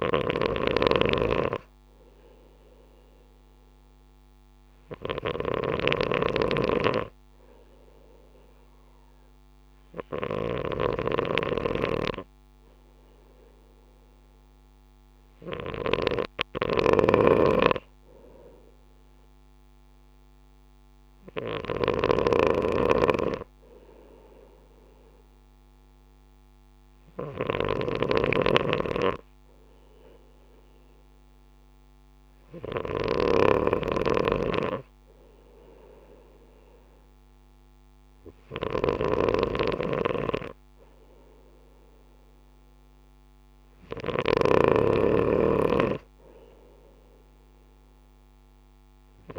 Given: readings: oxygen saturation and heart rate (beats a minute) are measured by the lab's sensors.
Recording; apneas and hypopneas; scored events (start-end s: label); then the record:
breathing in sleep by a microphone on the trachea; none
0.00-10.50 s: snoring (device-marked)
16.50-49.39 s: snoring (device-marked)
From the record:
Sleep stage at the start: N2 (light sleep); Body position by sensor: on the right side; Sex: male